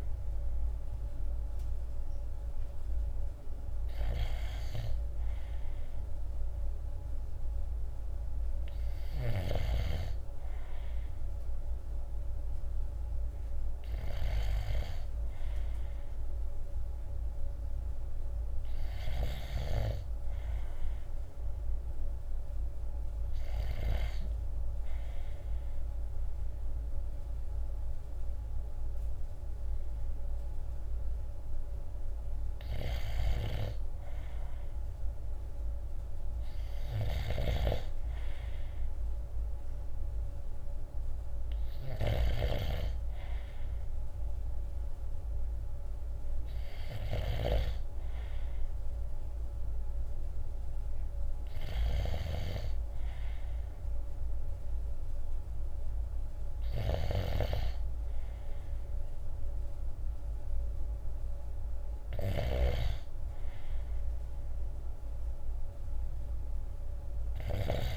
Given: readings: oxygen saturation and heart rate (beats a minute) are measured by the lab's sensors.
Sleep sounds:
breathing in sleep by a room microphone; none
18.50-23.50 s: snoring (device-marked)
32.50-67.97 s: snoring (device-marked)
From the record:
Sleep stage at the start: N2 (light sleep); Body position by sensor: on the right side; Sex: male

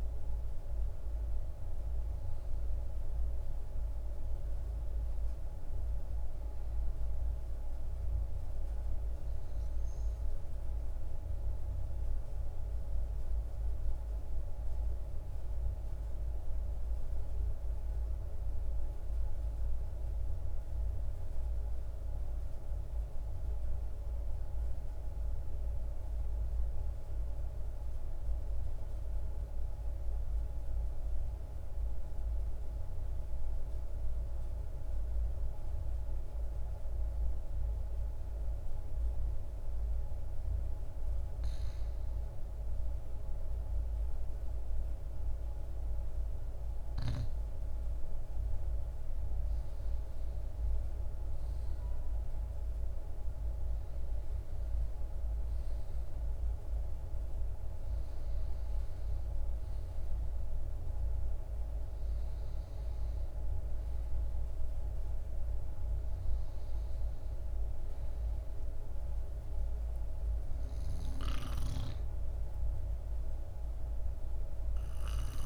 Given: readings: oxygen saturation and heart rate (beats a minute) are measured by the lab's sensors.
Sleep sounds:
breathing in sleep, hard to hear, by a room microphone; 1
0.00-8.00 s: oxygen desaturation (device-marked, oxygen 89% lowest, heart rate 41 extreme)
14.50-40.50 s: mixed apnea (oxygen 99% before, 94% lowest, heart rate 44 before, 41 extreme, up 1 after)
42.00-46.50 s: arousal
45.00-75.46 s: oxygen desaturation (device-marked, oxygen 98% before, 94% lowest, heart rate 43 before, 39 extreme)
From the record:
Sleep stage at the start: N2 (light sleep); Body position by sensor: on the right side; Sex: male

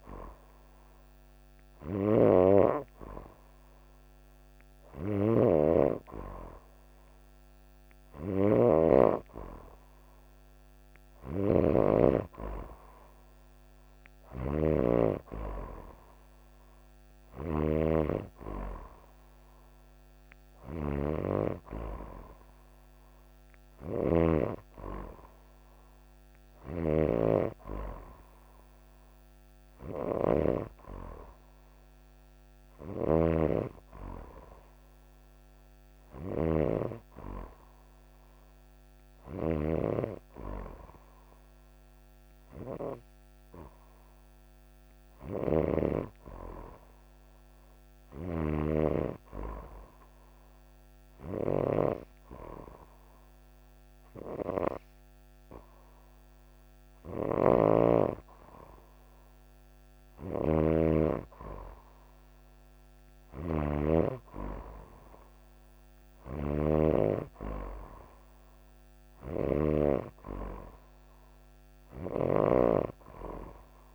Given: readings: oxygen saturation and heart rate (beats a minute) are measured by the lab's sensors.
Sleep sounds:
breathing in sleep by a microphone on the trachea; 1
0.00-24.00 s: snoring (device-marked)
26.00-45.50 s: snoring (device-marked)
47.50-69.50 s: snoring (device-marked)
49.50-60.00 s: obstructive apnea (oxygen 95% before, 93% lowest)
62.50-66.00 s: arousal
71.50-73.95 s: snoring (device-marked)
From the record:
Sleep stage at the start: N2 (light sleep); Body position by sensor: on the right side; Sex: female

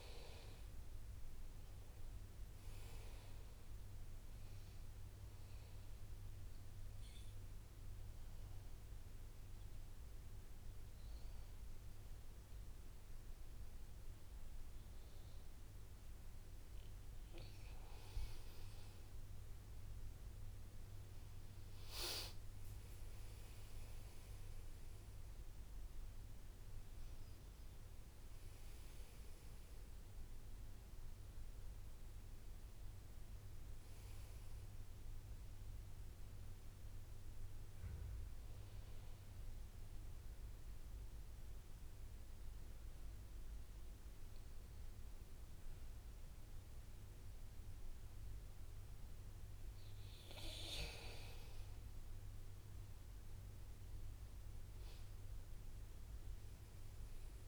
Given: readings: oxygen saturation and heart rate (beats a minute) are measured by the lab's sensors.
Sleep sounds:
breathing in sleep, hard to hear, by a room microphone; 2
6.00-18.00 s: obstructive apnea (oxygen 98% before, 93% lowest, heart rate 65 before, 60 extreme, up 3 after)
19.50-25.00 s: arousal
23.00-48.00 s: oxygen desaturation (device-marked, oxygen 98% before, 93% lowest, heart rate 63 before, 60 extreme)
39.50-51.00 s: central apnea (oxygen 98% before, 91% lowest, heart rate 62 before, 63 extreme, up 3 after)
53.50-57.48 s: arousal
From the record:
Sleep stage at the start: N2 (light sleep); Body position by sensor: on the back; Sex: male

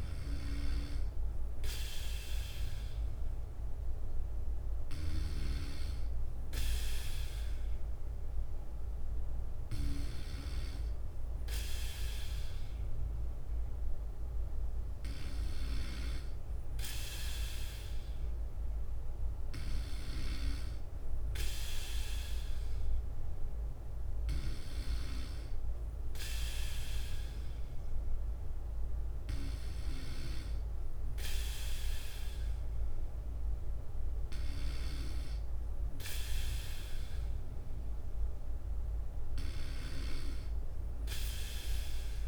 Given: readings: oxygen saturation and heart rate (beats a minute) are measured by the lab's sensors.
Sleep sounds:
breathing in sleep by a room microphone; none
0.00-17.00 s: bradycardia (device-marked, heart rate 57 extreme)
19.00-42.00 s: bradycardia (device-marked, heart rate 59 before, 58 extreme)
From the record:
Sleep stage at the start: N3 (deep sleep); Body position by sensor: on the back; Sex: male

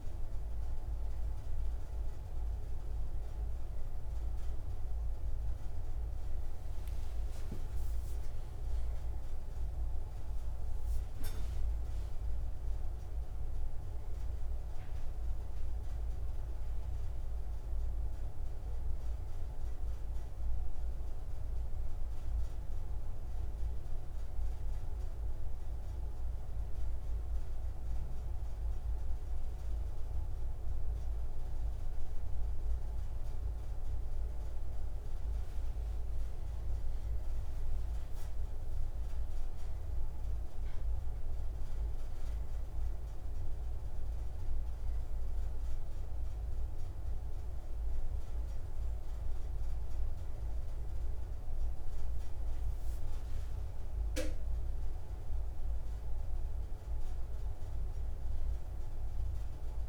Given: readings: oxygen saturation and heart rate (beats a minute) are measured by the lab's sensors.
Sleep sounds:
breathing in sleep, hard to hear, by a room microphone; none
8.50-14.50 s: arousal
From the record:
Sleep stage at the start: N2 (light sleep); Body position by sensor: on the right side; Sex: male

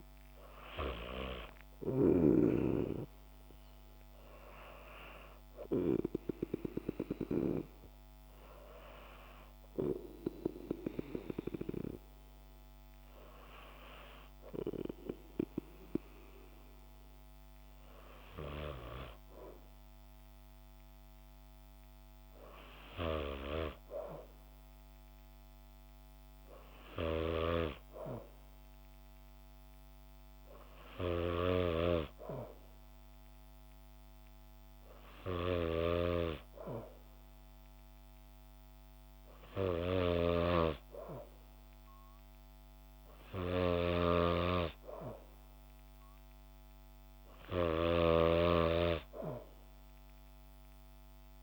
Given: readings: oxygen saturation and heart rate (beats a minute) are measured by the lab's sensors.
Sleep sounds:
breathing in sleep by a microphone on the trachea; none
40.00-51.43 s: snoring (device-marked)
From the record:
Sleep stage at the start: N2 (light sleep); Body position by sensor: on the back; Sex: female

